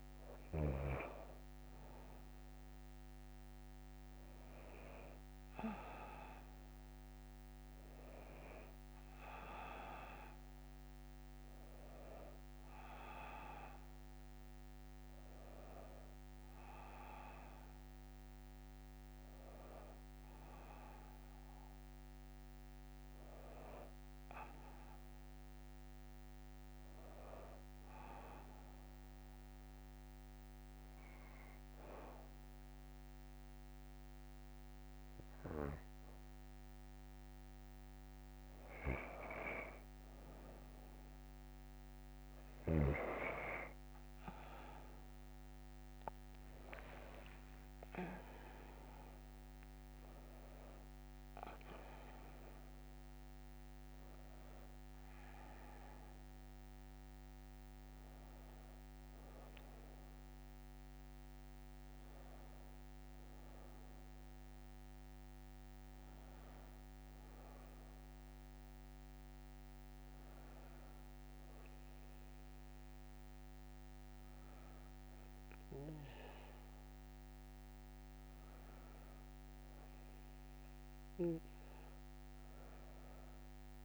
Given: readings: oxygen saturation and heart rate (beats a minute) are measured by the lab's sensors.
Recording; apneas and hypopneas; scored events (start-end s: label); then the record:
breathing in sleep by a microphone on the trachea; 1
21.00-24.50 s: arousal
27.00-38.50 s: obstructive apnea (oxygen 96% before, 92% lowest, heart rate 60 before, 58 extreme, up 3 after)
43.00-46.00 s: arousal
48.50-63.50 s: oxygen desaturation (device-marked, oxygen 95% before, 92% lowest, heart rate 60 before, 59 extreme)
71.00-75.00 s: arousal
From the record:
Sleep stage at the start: N2 (light sleep); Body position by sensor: on the back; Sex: female